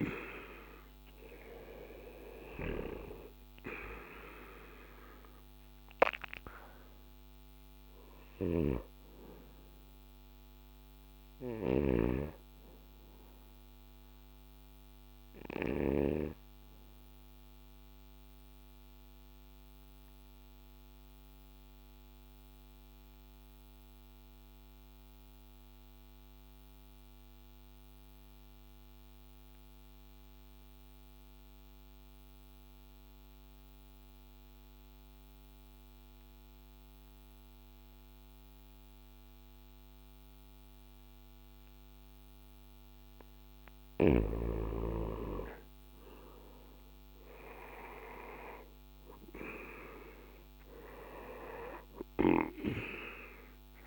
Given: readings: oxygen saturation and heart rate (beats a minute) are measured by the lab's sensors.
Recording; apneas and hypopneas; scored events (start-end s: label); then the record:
breathing in sleep by a microphone on the trachea; 1
0.00-3.00 s: arousal
8.00-11.50 s: snoring (device-marked)
15.00-42.50 s: obstructive apnea (oxygen 96% before, 88% lowest, heart rate 62 before, 53 extreme, up 8 after)
21.00-37.00 s: oxygen desaturation (device-marked, oxygen 93% before, 89% lowest, heart rate 60 before, 54 extreme)
44.50-49.00 s: arousal
50.00-53.87 s: oxygen desaturation (device-marked, oxygen 98% before, 88% lowest, heart rate 55 before, 54 extreme)
From the record:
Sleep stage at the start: N2 (light sleep); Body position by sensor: on the back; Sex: male